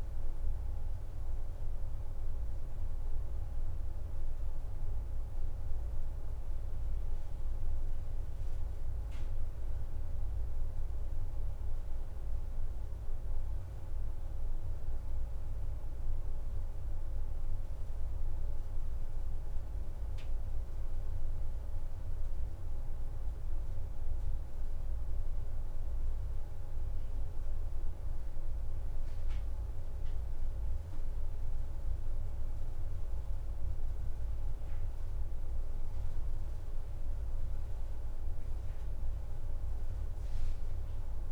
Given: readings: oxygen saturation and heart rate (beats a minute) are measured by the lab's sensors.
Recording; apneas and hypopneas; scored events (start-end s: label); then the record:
a person partly awake in a sleep study, hard to hear, by a room microphone; none
19.00-41.32 s: new sleep stage, N1 (lightest sleep)
From the record:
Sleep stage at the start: awake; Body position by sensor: on the back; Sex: female